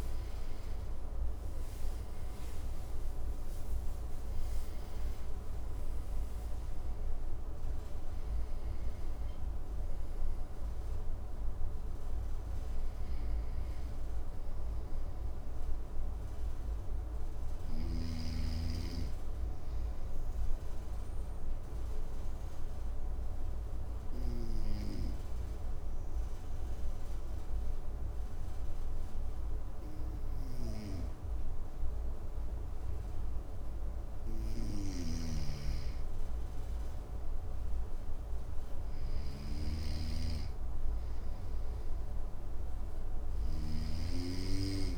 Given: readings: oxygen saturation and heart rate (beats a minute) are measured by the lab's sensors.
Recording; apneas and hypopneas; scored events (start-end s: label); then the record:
breathing in sleep by a room microphone; 1
0.00-1.50 s: arousal
3.00-9.00 s: oxygen desaturation (device-marked, oxygen 95% before, 92% lowest, heart rate 60 before, 54 extreme)
18.00-32.50 s: obstructive apnea (oxygen 95% before, 92% lowest, heart rate 67 before, 54 extreme, up 7 after)
34.00-43.00 s: snoring (device-marked)
35.00-39.00 s: arousal
From the record:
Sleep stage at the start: N2 (light sleep); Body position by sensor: on the right side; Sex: male